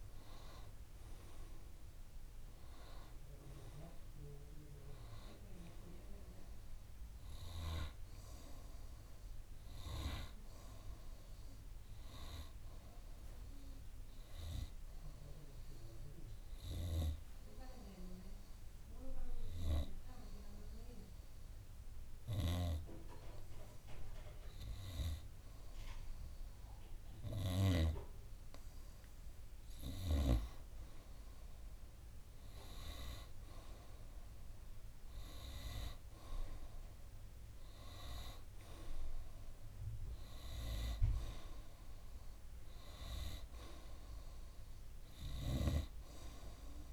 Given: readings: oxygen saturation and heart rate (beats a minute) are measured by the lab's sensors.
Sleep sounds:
breathing in sleep by a room microphone; 1
16.00-29.00 s: hypopnea (oxygen 96% before, 94% lowest, heart rate 59 before, 50 extreme, up 3 after)
30.50-35.00 s: arousal
From the record:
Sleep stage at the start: N2 (light sleep); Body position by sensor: on the right side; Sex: male

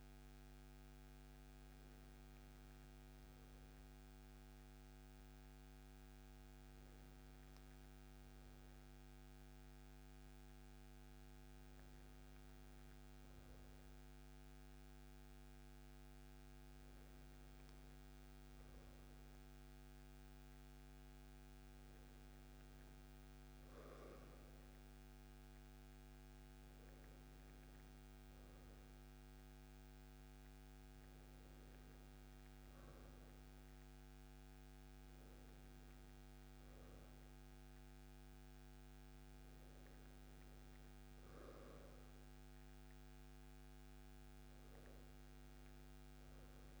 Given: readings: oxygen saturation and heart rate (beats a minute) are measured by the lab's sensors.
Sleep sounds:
breathing in sleep, hard to hear, by a microphone on the trachea; none
none scored
From the record:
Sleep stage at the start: N2 (light sleep); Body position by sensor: on the right side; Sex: male

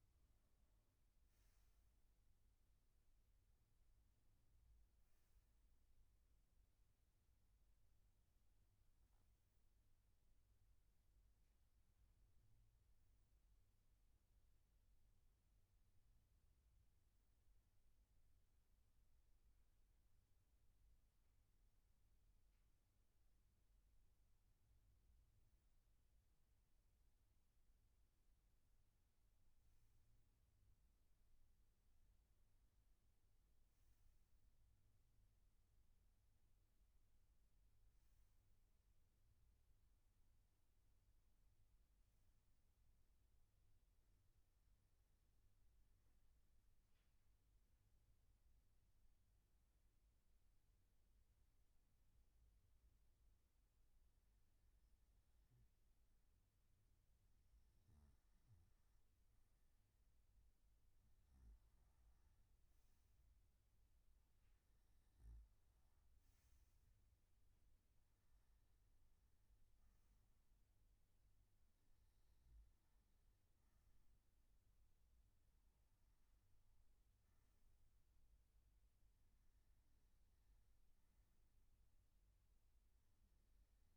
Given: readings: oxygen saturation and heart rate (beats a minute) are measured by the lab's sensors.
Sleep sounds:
breathing in sleep, hard to hear, by a room microphone; 1
8.50-83.96 s: new sleep stage, N2 (light sleep)
37.50-48.50 s: oxygen desaturation (device-marked, oxygen 97% before, 95% lowest, heart rate 63 before, 57 extreme)
46.00-58.50 s: obstructive apnea (oxygen 97% before, 93% lowest, heart rate 63 before, 57 extreme, up 6 after)
From the record:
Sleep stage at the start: N1 (lightest sleep); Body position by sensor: on the right side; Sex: male

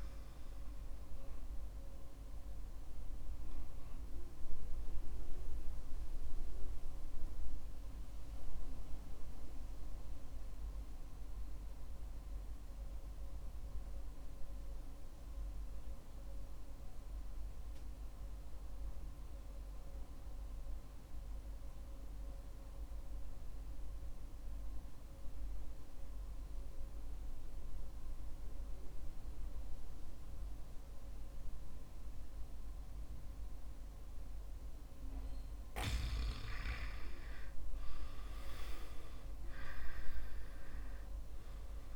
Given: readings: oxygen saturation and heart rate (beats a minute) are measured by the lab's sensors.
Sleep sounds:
breathing in sleep, hard to hear, by a room microphone; 1
0.00-10.00 s: oxygen desaturation (device-marked, oxygen 77% lowest, heart rate 48 extreme)
2.00-35.50 s: obstructive apnea (oxygen 90% before, 77% lowest, heart rate 73 before, 52 extreme, up 16 after)
29.00-41.96 s: oxygen desaturation (device-marked, oxygen 98% before, 86% lowest, heart rate 62 before, 51 extreme)
38.00-41.96 s: arousal
From the record:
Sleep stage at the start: REM sleep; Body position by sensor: on the back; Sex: male

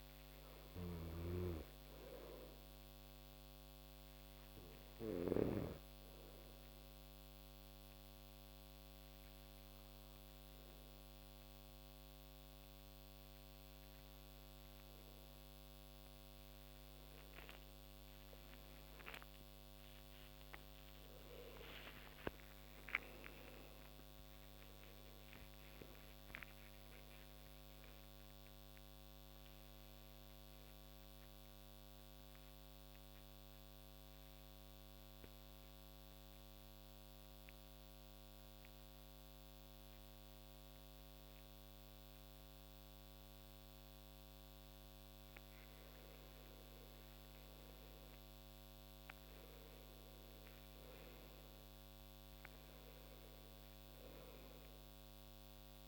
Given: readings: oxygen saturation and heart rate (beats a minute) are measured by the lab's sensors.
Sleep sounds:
breathing in sleep by a microphone on the trachea; 2
0.00-16.50 s: oxygen desaturation (device-marked, oxygen 90% lowest)
1.50-15.00 s: obstructive apnea (oxygen 99% before, 90% lowest)
18.00-23.50 s: arousal
31.50-44.50 s: obstructive apnea (oxygen 96% before, 91% lowest)
46.50-50.50 s: arousal
50.50-55.88 s: oxygen desaturation (device-marked, oxygen 98% before, 91% lowest)
From the record:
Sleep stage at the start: N2 (light sleep); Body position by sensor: on the back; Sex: male

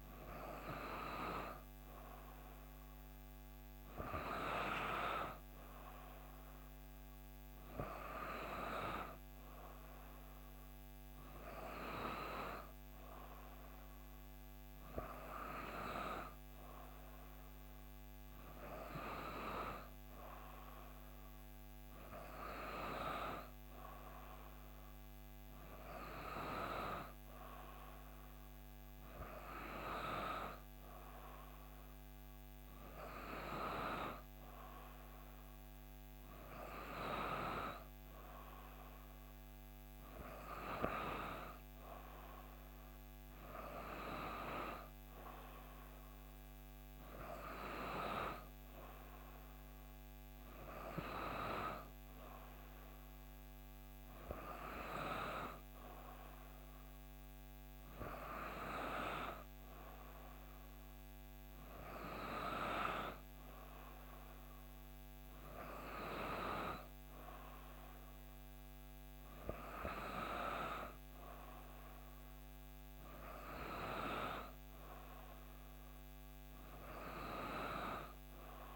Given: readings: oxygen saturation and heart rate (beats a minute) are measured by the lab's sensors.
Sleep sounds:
breathing in sleep by a microphone on the trachea; none
none scored
From the record:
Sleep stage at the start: N3 (deep sleep); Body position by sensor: on the back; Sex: female

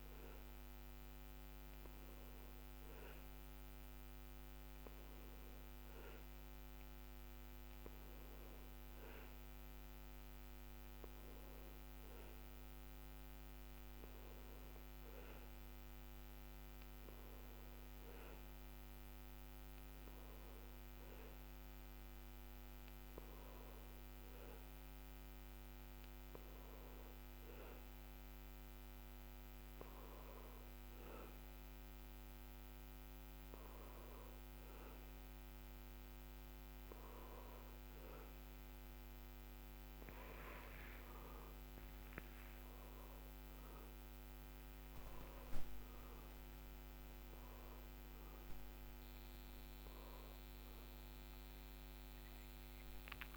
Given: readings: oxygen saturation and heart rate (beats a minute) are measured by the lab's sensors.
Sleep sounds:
breathing in sleep, hard to hear, by a microphone on the trachea; none
41.50-53.37 s: new sleep stage, N1 (lightest sleep)
From the record:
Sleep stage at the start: N2 (light sleep); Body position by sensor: on the back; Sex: male

